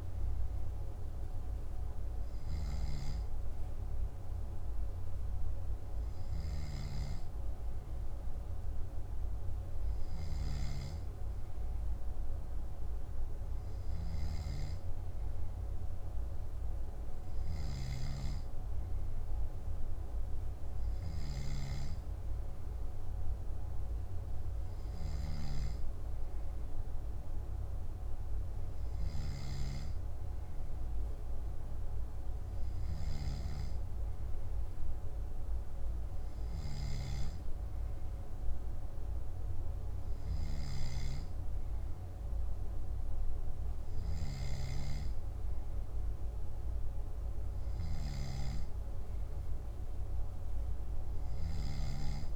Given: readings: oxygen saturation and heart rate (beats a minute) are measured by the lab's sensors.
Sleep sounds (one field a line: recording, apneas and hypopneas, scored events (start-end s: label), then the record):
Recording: breathing in sleep, hard to hear, by a room microphone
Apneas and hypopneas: none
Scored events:
none scored
From the record:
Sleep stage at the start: N2 (light sleep)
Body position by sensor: on the back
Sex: male